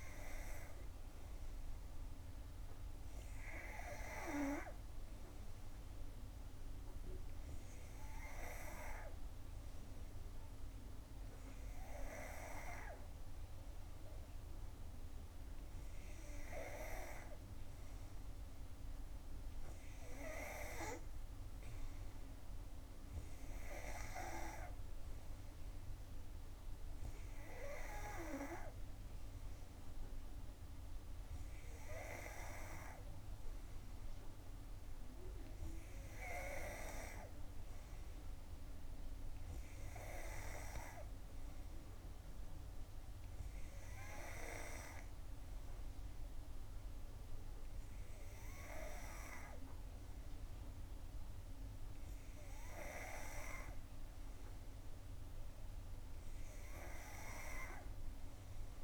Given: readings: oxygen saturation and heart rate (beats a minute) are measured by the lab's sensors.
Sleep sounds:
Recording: breathing in sleep by a room microphone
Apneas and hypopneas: none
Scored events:
none scored
From the record:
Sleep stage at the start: N3 (deep sleep)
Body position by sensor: on the back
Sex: female

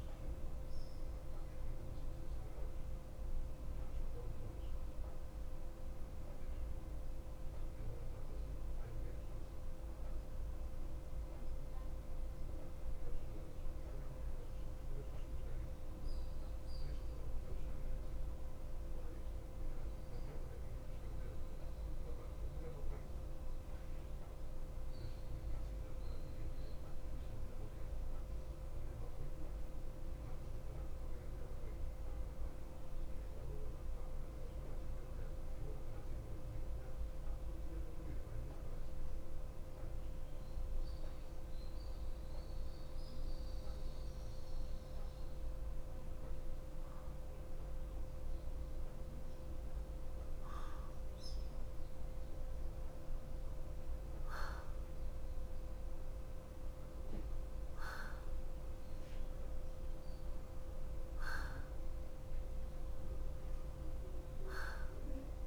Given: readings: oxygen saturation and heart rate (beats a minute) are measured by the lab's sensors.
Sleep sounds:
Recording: breathing in sleep, hard to hear, by a room microphone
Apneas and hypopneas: 1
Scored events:
0.00-18.00 s: oxygen desaturation (device-marked, oxygen 90% lowest, heart rate 51 extreme)
10.00-33.00 s: central apnea (oxygen 95% before, 90% lowest, heart rate 54 before, 49 extreme, up 2 after)
36.00-40.50 s: arousal
49.00-65.47 s: oxygen desaturation (device-marked, oxygen 97% before, 92% lowest, heart rate 52 before, 51 extreme)
From the record:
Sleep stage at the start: N2 (light sleep)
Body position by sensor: on the back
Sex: male

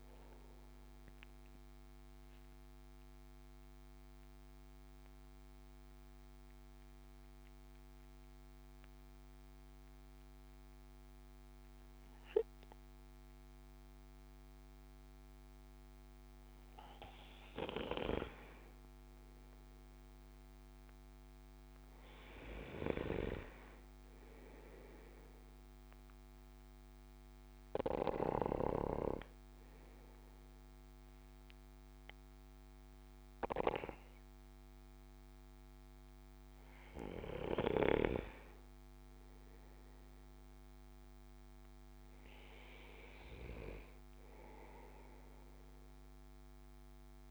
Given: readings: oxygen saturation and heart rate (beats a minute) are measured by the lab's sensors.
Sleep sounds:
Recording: breathing in sleep by a microphone on the trachea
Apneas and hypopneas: 1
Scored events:
0.50-17.00 s: central apnea (oxygen 99% before, 96% lowest, heart rate 80 before, 61 extreme, up 14 after)
18.50-32.50 s: oxygen desaturation (device-marked, oxygen 99% before, 96% lowest, heart rate 72 before, 63 extreme)
19.50-22.00 s: arousal
From the record:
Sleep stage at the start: N2 (light sleep)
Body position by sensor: on the back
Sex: male

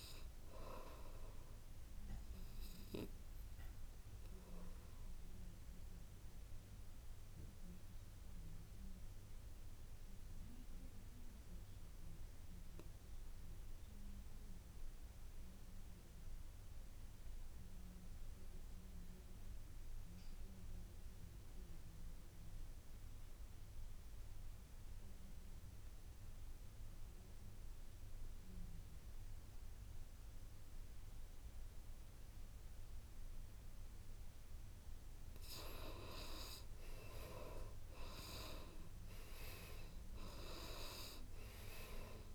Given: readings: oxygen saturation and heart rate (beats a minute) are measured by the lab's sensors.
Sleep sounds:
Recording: breathing in sleep by a room microphone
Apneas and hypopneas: 1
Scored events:
0.00-13.50 s: oxygen desaturation (device-marked, oxygen 83% lowest, heart rate 53 extreme)
3.00-34.00 s: obstructive apnea (oxygen 99% before, 80% lowest, heart rate 66 before, 53 extreme, up 10 after)
31.50-42.35 s: oxygen desaturation (device-marked, oxygen 98% before, 80% lowest, heart rate 56 before, 54 extreme)
36.00-39.50 s: arousal
From the record:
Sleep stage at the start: N2 (light sleep)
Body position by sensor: on the back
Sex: male

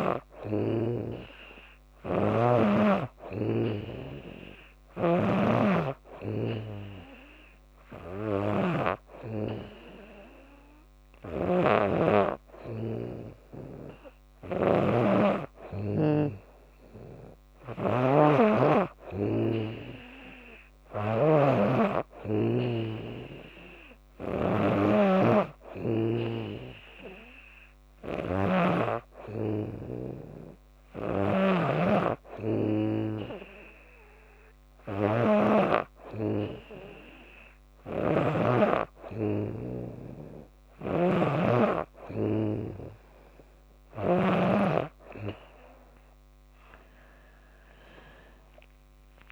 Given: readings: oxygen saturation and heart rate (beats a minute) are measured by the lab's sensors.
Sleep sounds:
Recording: breathing in sleep by a microphone on the trachea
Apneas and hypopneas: none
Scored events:
0.00-8.50 s: snoring (device-marked)
10.50-38.00 s: snoring (device-marked)
40.00-44.00 s: snoring (device-marked)
From the record:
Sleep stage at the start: N2 (light sleep)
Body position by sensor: on the back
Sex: female

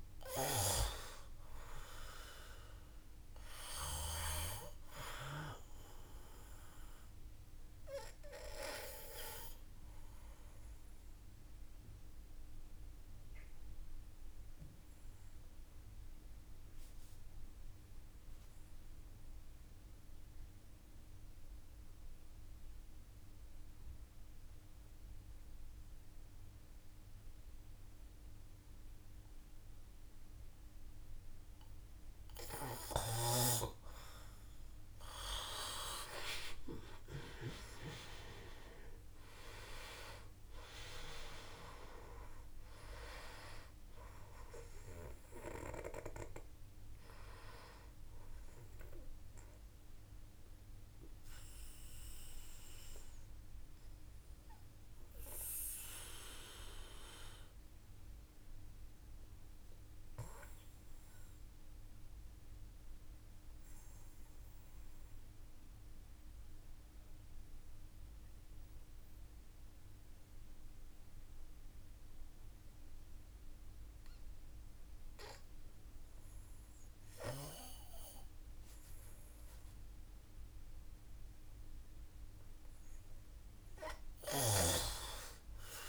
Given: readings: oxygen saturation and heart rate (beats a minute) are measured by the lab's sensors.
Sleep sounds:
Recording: breathing in sleep by a room microphone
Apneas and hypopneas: 2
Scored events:
0.00-1.00 s: arousal
2.50-26.50 s: oxygen desaturation (device-marked, oxygen 97% before, 91% lowest, heart rate 56 before, 50 extreme)
6.00-31.50 s: obstructive apnea (oxygen 98% before, 90% lowest, heart rate 55 before, 49 extreme, up 5 after)
35.50-40.00 s: arousal
35.50-66.50 s: oxygen desaturation (device-marked, oxygen 97% before, 90% lowest, heart rate 51 before, 49 extreme)
48.00-80.50 s: obstructive apnea (oxygen 97% before, 89% lowest, heart rate 53 before, 49 extreme, up 1 after)
From the record:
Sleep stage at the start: N2 (light sleep)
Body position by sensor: on the back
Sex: male

